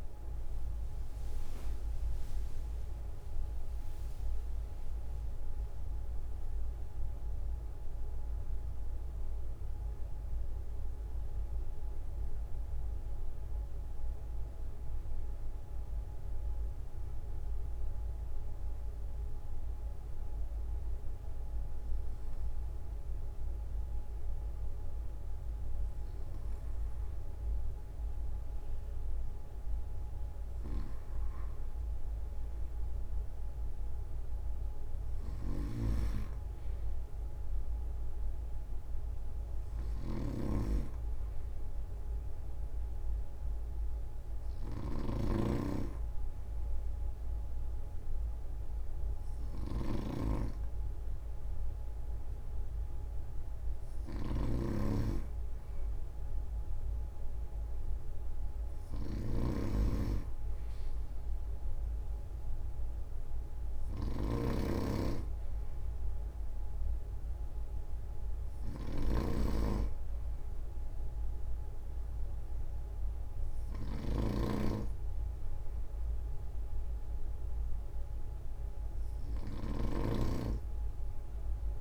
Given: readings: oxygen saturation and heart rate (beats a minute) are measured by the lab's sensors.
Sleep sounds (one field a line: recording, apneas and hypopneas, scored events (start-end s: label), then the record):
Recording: breathing in sleep by a room microphone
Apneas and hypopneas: 1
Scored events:
0.00-1.00 s: arousal
0.00-2.00 s: long interval between heartbeats (device-marked, heart rate 51 before, 68 extreme)
3.00-5.00 s: long interval between heartbeats (device-marked, heart rate 56 before, 90 extreme)
11.50-25.00 s: obstructive apnea (oxygen 96% before, 94% lowest, heart rate 68 before, 44 extreme, up 3 after)
25.50-30.00 s: arousal
35.00-81.81 s: snoring (device-marked)
From the record:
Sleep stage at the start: N2 (light sleep)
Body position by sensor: on the right side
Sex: male